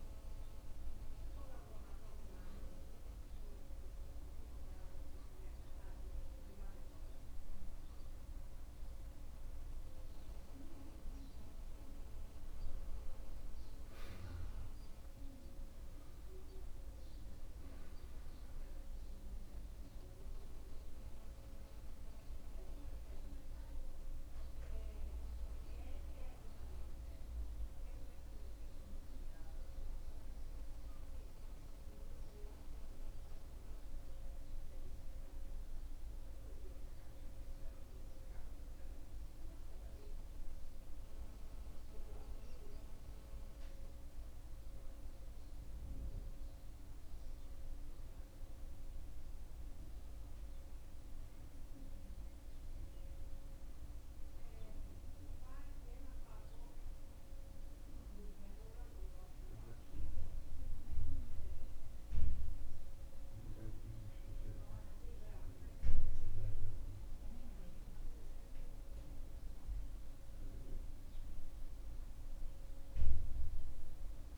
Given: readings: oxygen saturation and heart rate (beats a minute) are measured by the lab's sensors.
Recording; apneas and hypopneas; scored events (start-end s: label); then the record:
breathing in sleep, hard to hear, by a room microphone; 1
2.50-12.50 s: obstructive apnea (oxygen 96% before, 91% lowest)
14.50-18.00 s: arousal
32.00-40.00 s: oxygen desaturation (device-marked, oxygen 95% before, 91% lowest)
From the record:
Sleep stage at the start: N2 (light sleep); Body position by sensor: on the back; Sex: male